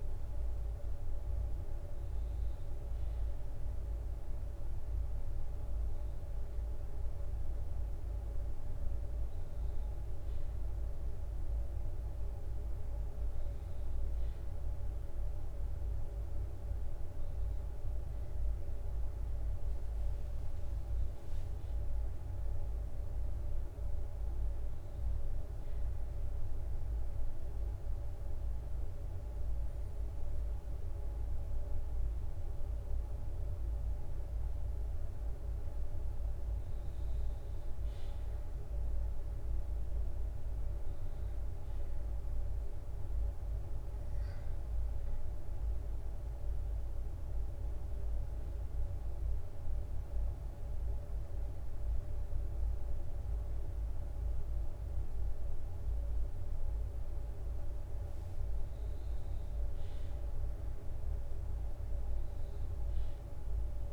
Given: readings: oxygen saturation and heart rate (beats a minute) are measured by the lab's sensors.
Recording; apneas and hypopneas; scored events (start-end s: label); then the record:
a person partly awake in a sleep study, hard to hear, by a room microphone; 2
24.00-63.93 s: new sleep stage, N2 (light sleep)
25.00-35.50 s: obstructive apnea (oxygen 97% before, 94% lowest, heart rate 61 before, 57 extreme, up 3 after)
27.00-36.00 s: bradycardia (device-marked, heart rate 67 before, 57 extreme)
38.00-42.50 s: arousal
40.00-44.00 s: bradycardia (device-marked, heart rate 67 before, 59 extreme)
47.00-55.00 s: bradycardia (device-marked, heart rate 67 before, 58 extreme)
47.50-57.50 s: obstructive apnea (oxygen 96% before, 94% lowest, heart rate 59 before, 57 extreme, up 6 after)
61.00-63.93 s: arousal
From the record:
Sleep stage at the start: awake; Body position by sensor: on the back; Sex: male